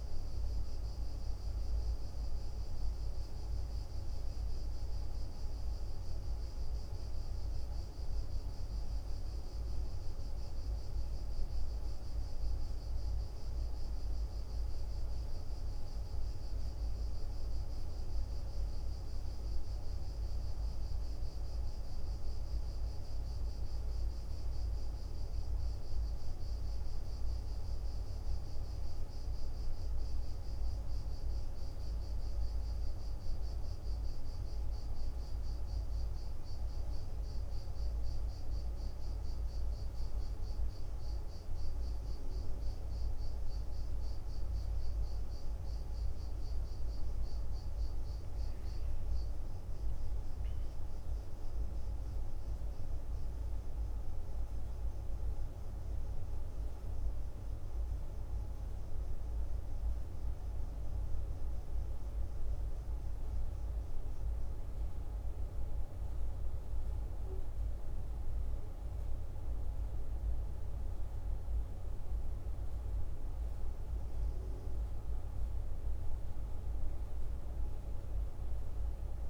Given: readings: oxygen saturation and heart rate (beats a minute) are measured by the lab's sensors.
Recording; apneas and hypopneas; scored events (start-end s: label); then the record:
breathing in sleep, hard to hear, by a room microphone; none
none scored
From the record:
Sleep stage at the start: N1 (lightest sleep); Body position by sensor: on the back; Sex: male